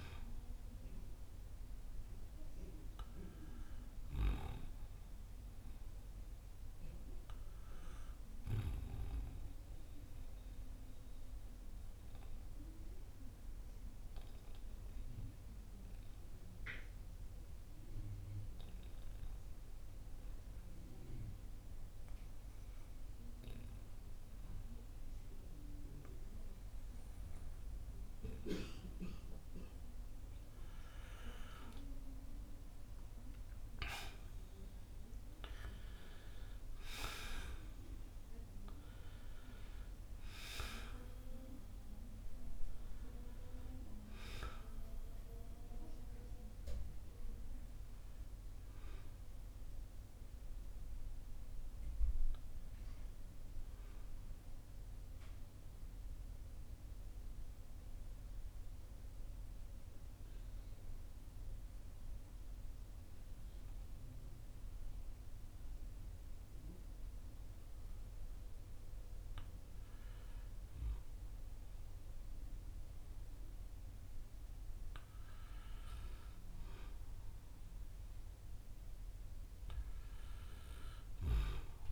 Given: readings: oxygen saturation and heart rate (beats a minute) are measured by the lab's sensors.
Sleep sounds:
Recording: breathing in sleep by a room microphone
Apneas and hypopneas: 2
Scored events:
0.00-14.50 s: oxygen desaturation (device-marked, oxygen 93% lowest, heart rate 52 extreme)
4.00-31.00 s: obstructive apnea (oxygen 97% before, 88% lowest, heart rate 55 before, 52 extreme, up 5 after)
28.50-66.50 s: oxygen desaturation (device-marked, oxygen 95% before, 88% lowest, heart rate 55 before, 47 extreme)
33.00-37.50 s: arousal
54.50-71.00 s: mixed apnea (oxygen 95% before, 88% lowest, heart rate 60 before, 47 extreme, up 12 after)
74.50-79.00 s: arousal
From the record:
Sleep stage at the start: N2 (light sleep)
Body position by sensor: on the back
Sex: male

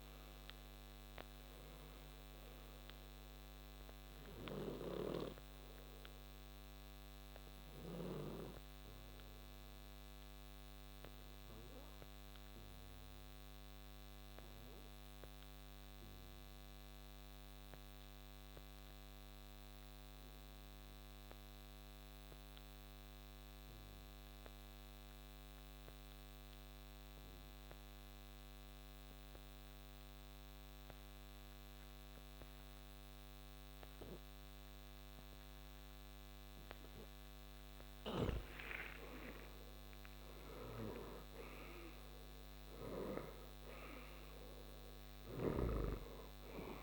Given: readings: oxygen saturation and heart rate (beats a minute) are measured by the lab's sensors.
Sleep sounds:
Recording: breathing in sleep by a microphone on the trachea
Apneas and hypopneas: 1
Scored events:
0.00-1.00 s: arousal
0.00-21.50 s: oxygen desaturation (device-marked, oxygen 86% lowest, heart rate 56 extreme)
6.00-37.50 s: obstructive apnea (oxygen 98% before, 84% lowest, heart rate 67 before, 56 extreme, up 13 after)
33.50-46.83 s: oxygen desaturation (device-marked, oxygen 98% before, 84% lowest, heart rate 61 before, 57 extreme)
38.50-42.50 s: arousal
From the record:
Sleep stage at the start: N2 (light sleep)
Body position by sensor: on the right side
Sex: male

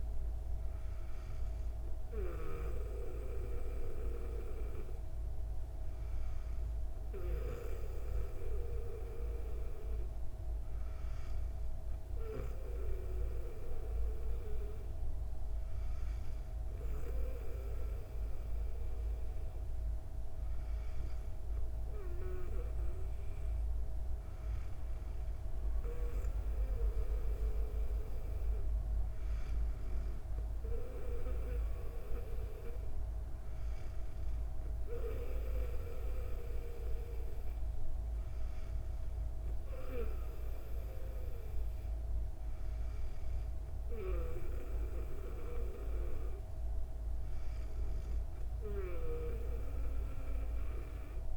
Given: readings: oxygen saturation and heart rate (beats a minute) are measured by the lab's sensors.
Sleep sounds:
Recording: breathing in sleep by a room microphone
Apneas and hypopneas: none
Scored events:
none scored
From the record:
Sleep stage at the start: N2 (light sleep)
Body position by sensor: on the back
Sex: female

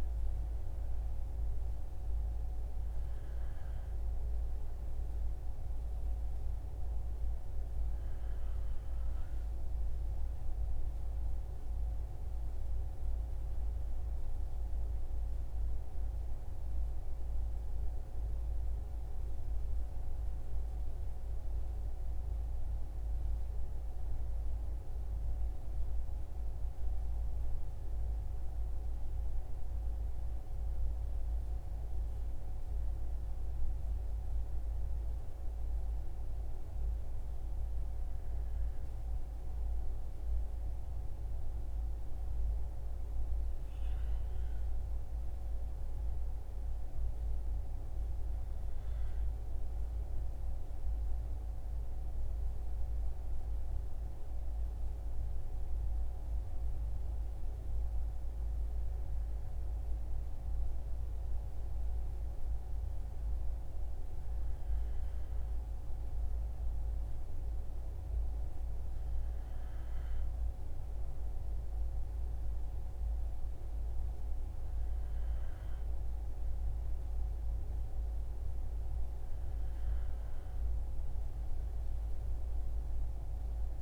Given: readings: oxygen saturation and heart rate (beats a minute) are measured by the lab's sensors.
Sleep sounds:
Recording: breathing in sleep, hard to hear, by a room microphone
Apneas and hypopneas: 1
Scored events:
32.00-43.50 s: hypopnea (oxygen 96% before, 93% lowest, heart rate 63 before, 62 extreme, up 7 after)
44.50-47.50 s: arousal
From the record:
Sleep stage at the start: N2 (light sleep)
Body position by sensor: on the right side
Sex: male

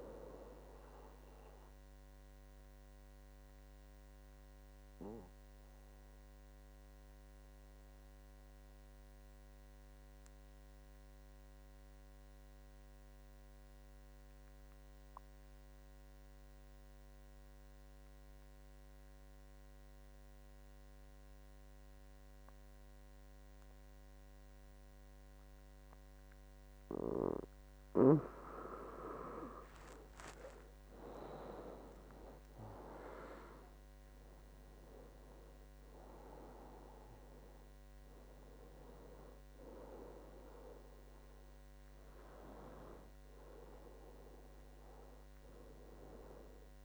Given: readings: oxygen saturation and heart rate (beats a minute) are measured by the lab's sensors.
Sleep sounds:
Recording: breathing in sleep by a microphone on the trachea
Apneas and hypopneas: 1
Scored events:
0.00-10.00 s: oxygen desaturation (device-marked, oxygen 91% lowest, heart rate 64 extreme)
3.00-26.50 s: mixed apnea (oxygen 98% before, 90% lowest, heart rate 77 before, 64 extreme, up 15 after)
27.00-46.85 s: oxygen desaturation (device-marked, oxygen 98% before, 90% lowest, heart rate 65 before, 66 extreme)
31.50-36.00 s: arousal
From the record:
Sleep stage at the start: N2 (light sleep)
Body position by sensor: on the back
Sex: male

